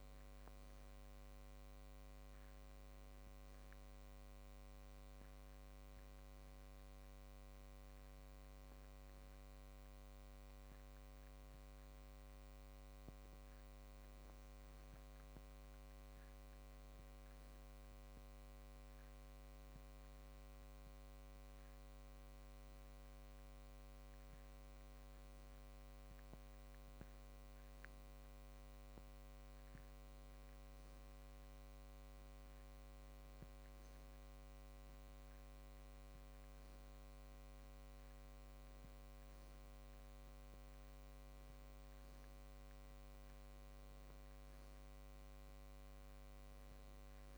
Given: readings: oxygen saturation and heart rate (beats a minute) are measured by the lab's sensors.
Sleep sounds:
breathing in sleep, hard to hear, by a microphone on the trachea; none
none scored
From the record:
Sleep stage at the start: N2 (light sleep); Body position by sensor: on the back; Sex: male

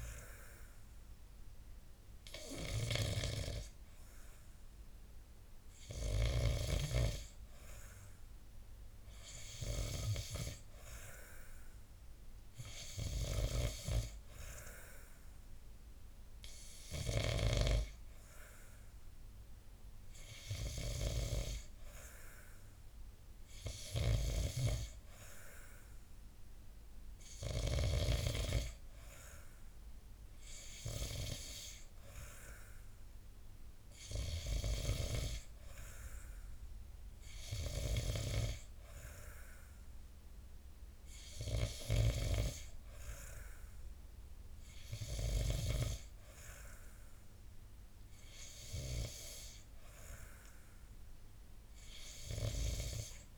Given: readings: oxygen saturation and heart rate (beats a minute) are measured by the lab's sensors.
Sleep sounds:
breathing in sleep by a room microphone; none
none scored
From the record:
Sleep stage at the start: N2 (light sleep); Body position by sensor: on the back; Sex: male

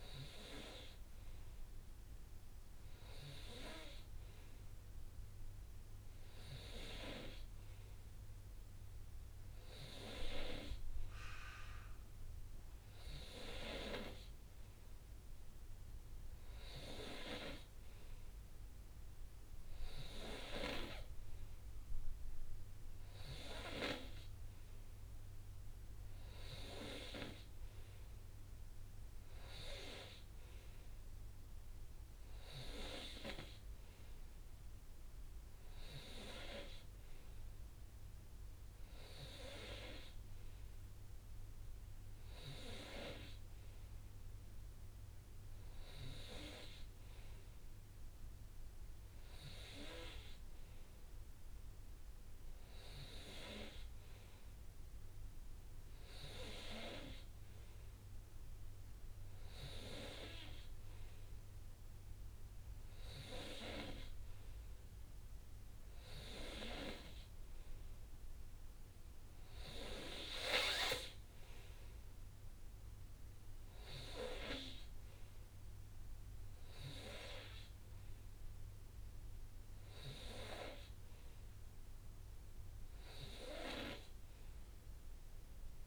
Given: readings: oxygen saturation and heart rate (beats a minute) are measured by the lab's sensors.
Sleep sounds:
breathing in sleep by a room microphone; none
none scored
From the record:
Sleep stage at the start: N3 (deep sleep); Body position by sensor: on the right side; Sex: male

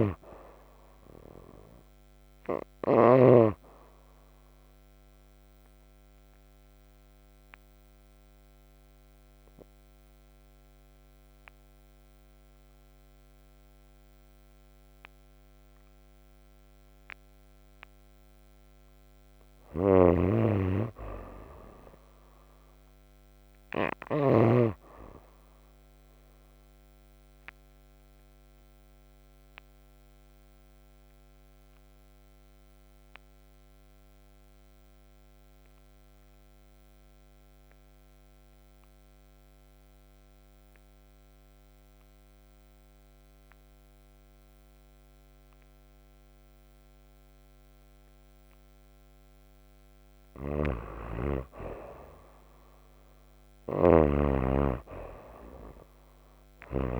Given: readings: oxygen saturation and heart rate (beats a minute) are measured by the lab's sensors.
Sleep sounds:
breathing in sleep by a microphone on the trachea; 2
0.00-3.00 s: snoring (device-marked)
4.50-17.50 s: obstructive apnea (oxygen 91% before, 88% lowest, heart rate 57 before, 57 extreme, up 5 after)
19.00-22.50 s: arousal
19.50-24.50 s: snoring (device-marked)
20.00-30.00 s: oxygen desaturation (device-marked, oxygen 93% before, 89% lowest, heart rate 61 before, 58 extreme)
26.00-49.50 s: obstructive apnea (oxygen 93% before, 79% lowest, heart rate 60 before, 58 extreme, up 10 after)
45.00-55.00 s: oxygen desaturation (device-marked, oxygen 95% before, 90% lowest, heart rate 62 before, 59 extreme)
50.00-57.00 s: snoring (device-marked)
52.50-56.00 s: arousal
From the record:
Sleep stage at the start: N2 (light sleep); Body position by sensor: on the right side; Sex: female

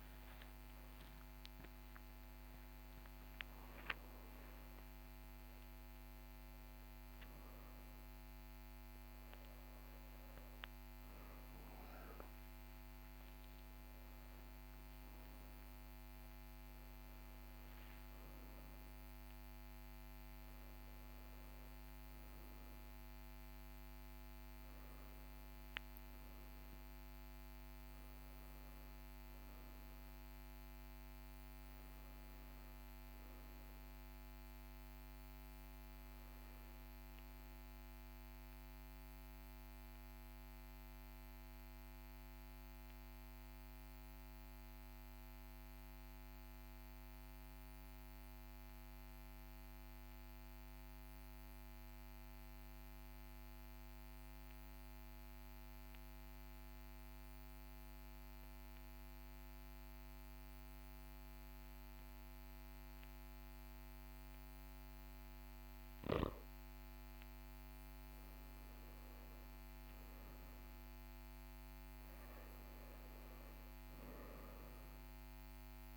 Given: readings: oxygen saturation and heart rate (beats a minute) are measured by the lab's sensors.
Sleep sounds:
breathing in sleep, hard to hear, by a microphone on the trachea; 1
0.00-5.00 s: arousal
30.50-35.00 s: arousal
39.00-66.00 s: mixed apnea (oxygen 99% before, 93% lowest, heart rate 44 before, 41 extreme, up 2 after)
65.50-75.97 s: oxygen desaturation (device-marked, oxygen 98% before, 93% lowest, heart rate 42 before, 42 extreme)
67.00-71.50 s: arousal
From the record:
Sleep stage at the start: N2 (light sleep); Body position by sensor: on the right side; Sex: male

